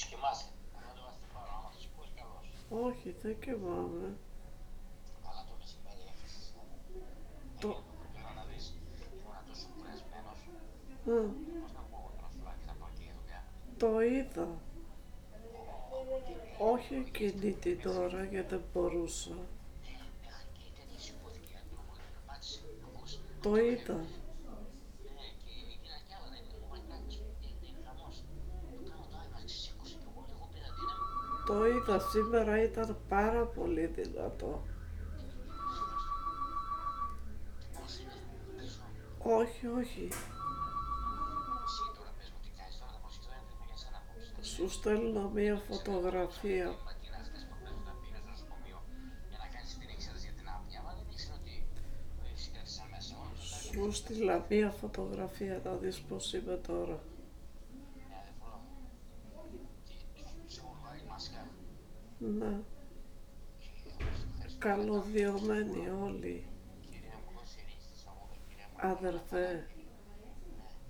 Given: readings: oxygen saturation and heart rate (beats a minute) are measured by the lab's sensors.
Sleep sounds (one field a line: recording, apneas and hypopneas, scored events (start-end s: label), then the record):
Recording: a person awake in a sleep study, by a room microphone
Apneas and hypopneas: none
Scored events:
68.50-70.90 s: snoring (device-marked)
From the record:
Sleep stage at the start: awake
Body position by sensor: on the back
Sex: female